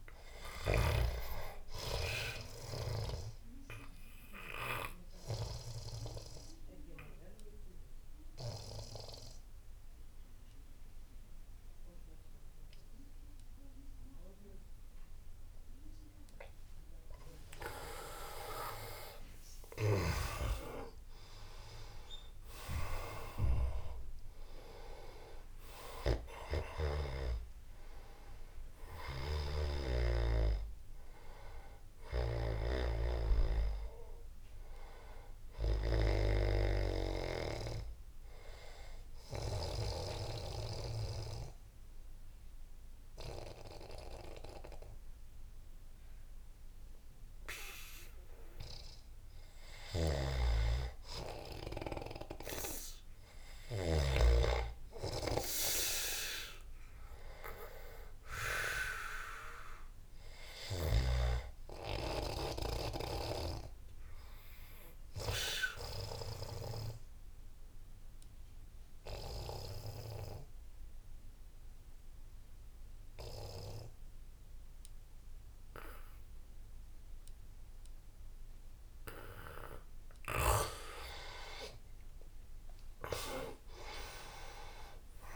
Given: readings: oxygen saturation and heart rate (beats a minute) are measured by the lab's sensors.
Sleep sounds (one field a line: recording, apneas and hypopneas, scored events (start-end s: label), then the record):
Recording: breathing in sleep by a room microphone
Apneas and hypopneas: 3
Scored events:
0.00-1.00 s: snoring (device-marked)
4.50-16.00 s: obstructive apnea (oxygen 99% before, 89% lowest, heart rate 84 before, 75 extreme, up 5 after)
17.00-20.50 s: arousal
18.50-37.50 s: oxygen desaturation (device-marked, oxygen 97% before, 89% lowest, heart rate 82 before, 75 extreme)
29.00-32.50 s: snoring (device-marked)
38.50-50.00 s: obstructive apnea (oxygen 97% before, 88% lowest, heart rate 82 before, 75 extreme, up 14 after)
50.00-54.00 s: snoring (device-marked)
54.50-58.00 s: arousal
58.50-69.50 s: oxygen desaturation (device-marked, oxygen 99% before, 94% lowest, heart rate 83 before, 75 extreme)
63.50-79.00 s: obstructive apnea (oxygen 99% before, 86% lowest, heart rate 82 before, 75 extreme, up 19 after)
81.50-85.36 s: arousal
82.50-85.36 s: oxygen desaturation (device-marked, oxygen 97% before, 88% lowest, heart rate 81 before, 75 extreme)
From the record:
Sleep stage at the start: N2 (light sleep)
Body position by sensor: on the back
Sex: male